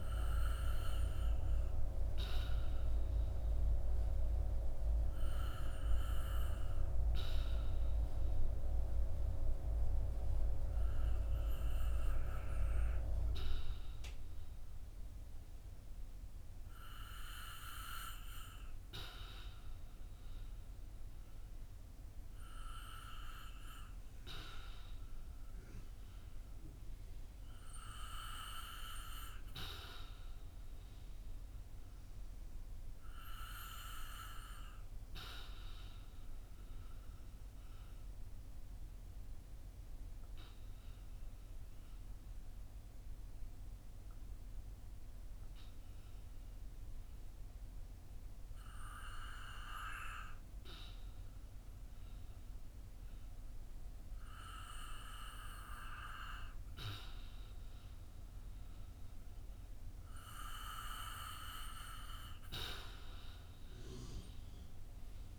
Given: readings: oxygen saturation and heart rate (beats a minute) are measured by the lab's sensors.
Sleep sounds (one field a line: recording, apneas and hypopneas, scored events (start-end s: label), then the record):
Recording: breathing in sleep by a room microphone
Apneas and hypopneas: 1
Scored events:
0.00-28.00 s: oxygen desaturation (device-marked, oxygen 88% before, 81% lowest, heart rate 56 before, 58 extreme)
36.50-60.00 s: obstructive apnea (oxygen 85% before, 75% lowest, heart rate 61 before, 57 extreme, up 6 after)
59.00-65.39 s: oxygen desaturation (device-marked, oxygen 85% before, 75% lowest, heart rate 60 before, 56 extreme)
From the record:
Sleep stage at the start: REM sleep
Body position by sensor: on the back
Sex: male